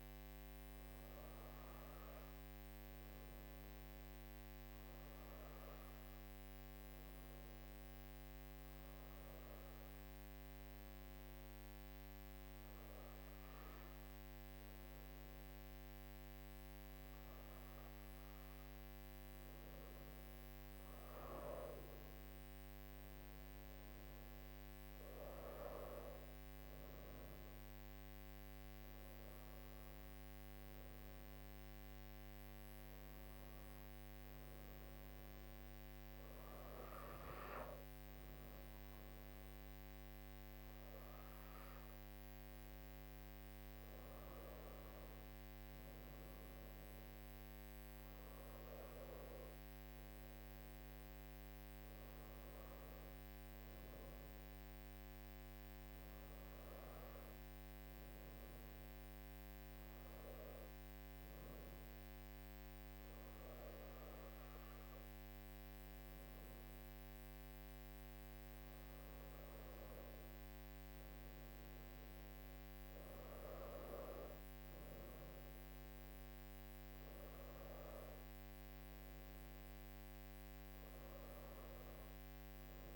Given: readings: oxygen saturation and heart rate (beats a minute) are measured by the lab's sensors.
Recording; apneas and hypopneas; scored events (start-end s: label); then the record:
breathing in sleep, hard to hear, by a microphone on the trachea; 1
4.50-18.00 s: hypopnea (oxygen 98% before, 97% lowest, heart rate 58 before, 49 extreme, up 18 after)
18.00-22.00 s: arousal
From the record:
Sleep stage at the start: N2 (light sleep); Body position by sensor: on the right side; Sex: female